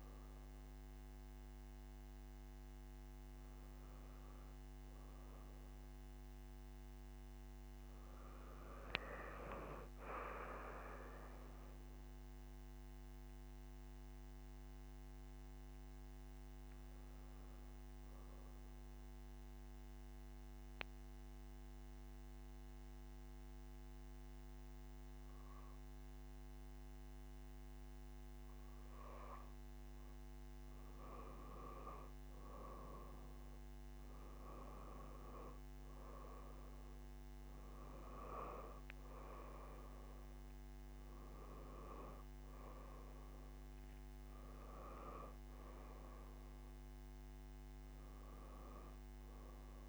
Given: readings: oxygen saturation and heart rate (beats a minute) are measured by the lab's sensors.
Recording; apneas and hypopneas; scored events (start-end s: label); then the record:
a person partly awake in a sleep study, by a microphone on the trachea; 1
5.00-49.89 s: new sleep stage, N1 (lightest sleep)
19.50-31.00 s: central apnea (oxygen 97% before, 89% lowest)
35.00-39.50 s: arousal
45.00-49.89 s: oxygen desaturation (device-marked, oxygen 96% before, 89% lowest)
From the record:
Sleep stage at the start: awake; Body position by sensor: on the back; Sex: female